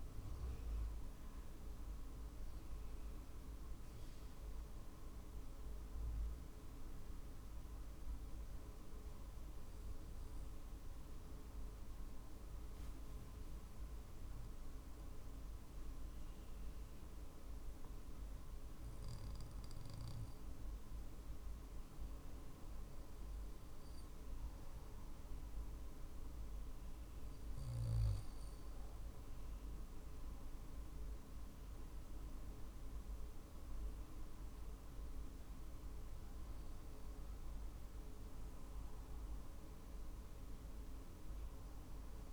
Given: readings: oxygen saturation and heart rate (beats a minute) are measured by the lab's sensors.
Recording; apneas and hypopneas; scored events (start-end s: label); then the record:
breathing in sleep, hard to hear, by a room microphone; 1
2.50-20.00 s: obstructive apnea (oxygen 97% before, 93% lowest, heart rate 47 before, 48 extreme, up 2 after)
21.00-42.33 s: drop in pulse transit time (device-marked, heart rate 48 before, 48 extreme)
22.00-26.50 s: arousal
From the record:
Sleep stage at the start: N2 (light sleep); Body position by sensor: on the back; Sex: male